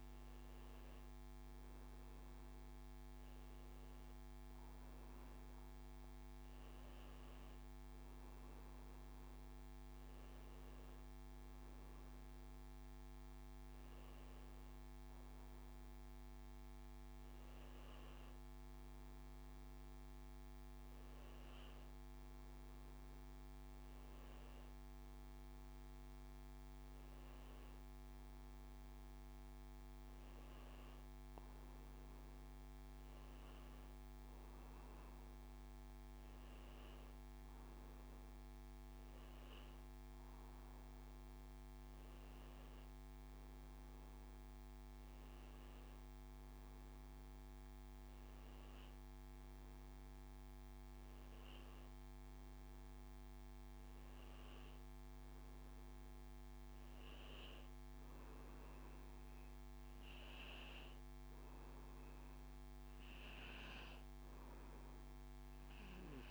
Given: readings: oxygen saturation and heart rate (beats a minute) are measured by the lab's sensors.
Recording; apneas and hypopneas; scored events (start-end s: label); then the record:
breathing in sleep, hard to hear, by a microphone on the trachea; none
51.50-66.31 s: new sleep stage, N2 (light sleep)
From the record:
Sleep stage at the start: N1 (lightest sleep); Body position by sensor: on the back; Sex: male